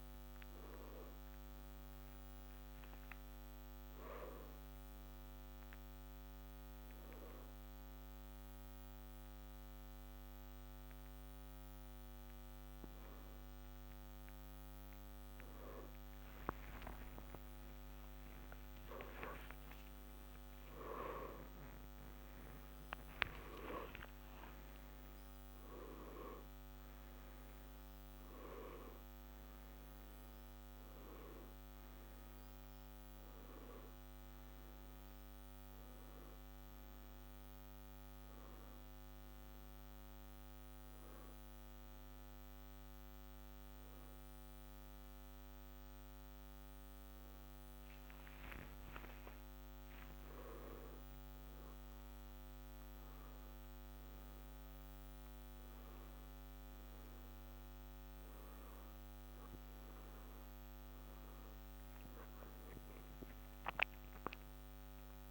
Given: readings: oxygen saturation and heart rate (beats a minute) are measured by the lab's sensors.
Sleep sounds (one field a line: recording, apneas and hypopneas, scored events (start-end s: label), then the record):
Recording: breathing in sleep by a microphone on the trachea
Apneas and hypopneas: 1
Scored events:
0.00-6.00 s: oxygen desaturation (device-marked, oxygen 90% lowest, heart rate 67 extreme)
16.00-22.50 s: arousal
36.50-47.50 s: hypopnea (oxygen 95% before, 91% lowest, heart rate 76 before, 64 extreme, up 0 after)
48.50-52.00 s: arousal
From the record:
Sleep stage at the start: N1 (lightest sleep)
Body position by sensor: on the back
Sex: male